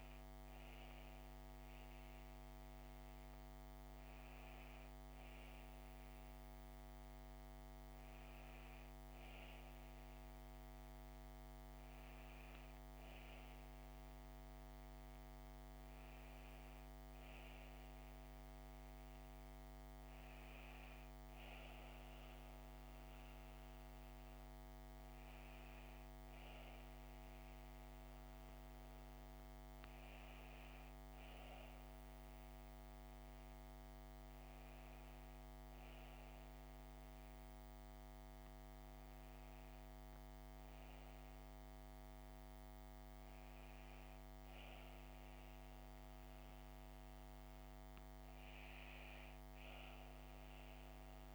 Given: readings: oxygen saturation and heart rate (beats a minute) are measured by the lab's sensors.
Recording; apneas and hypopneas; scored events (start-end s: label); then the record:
breathing in sleep, hard to hear, by a microphone on the trachea; none
none scored
From the record:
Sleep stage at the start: N1 (lightest sleep); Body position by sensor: on the back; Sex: female